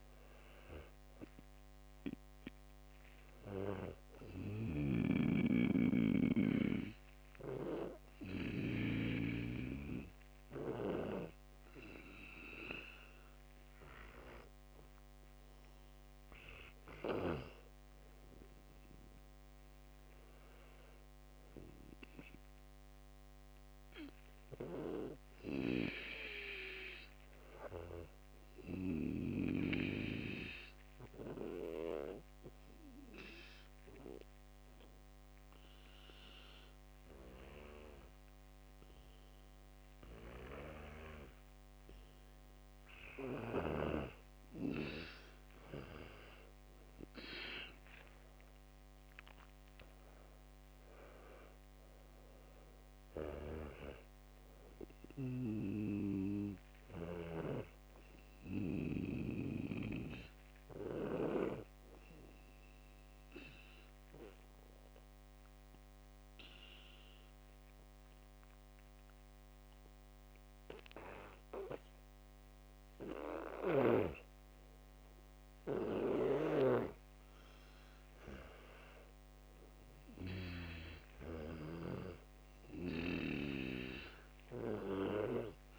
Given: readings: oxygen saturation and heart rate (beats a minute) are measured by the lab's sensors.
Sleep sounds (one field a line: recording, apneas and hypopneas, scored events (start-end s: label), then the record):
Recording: breathing in sleep by a microphone on the trachea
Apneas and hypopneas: 3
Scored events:
0.00-21.50 s: oxygen desaturation (device-marked, oxygen 92% lowest, heart rate 60 extreme)
4.00-16.50 s: hypopnea (oxygen 99% before, 92% lowest, heart rate 82 before, 61 extreme, up 10 after)
5.00-9.50 s: snoring (device-marked)
21.50-26.00 s: arousal
30.00-43.00 s: obstructive apnea (oxygen 100% before, 93% lowest, heart rate 66 before, 61 extreme, up 15 after)
45.00-49.50 s: arousal
48.50-62.50 s: oxygen desaturation (device-marked, oxygen 99% before, 93% lowest, heart rate 65 before, 61 extreme)
62.00-73.00 s: obstructive apnea (oxygen 99% before, 92% lowest, heart rate 70 before, 62 extreme, up 6 after)
75.50-80.50 s: arousal
76.50-82.00 s: snoring (device-marked)
From the record:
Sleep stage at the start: N2 (light sleep)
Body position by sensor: on the back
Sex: male